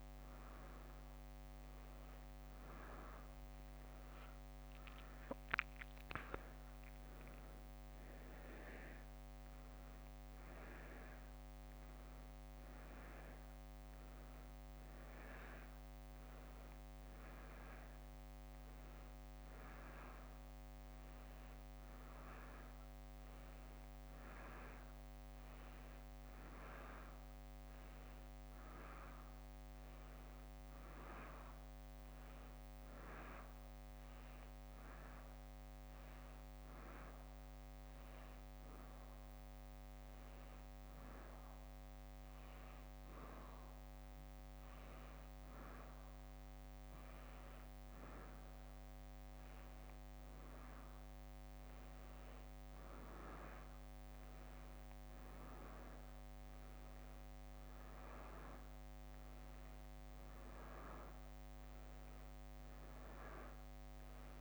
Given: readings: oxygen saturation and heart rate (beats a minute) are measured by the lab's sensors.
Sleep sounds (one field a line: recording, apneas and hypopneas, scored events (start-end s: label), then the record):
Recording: breathing in sleep, hard to hear, by a microphone on the trachea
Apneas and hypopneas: none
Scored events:
4.50-9.00 s: arousal
52.50-56.50 s: arousal
From the record:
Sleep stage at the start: N2 (light sleep)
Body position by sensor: on the back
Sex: female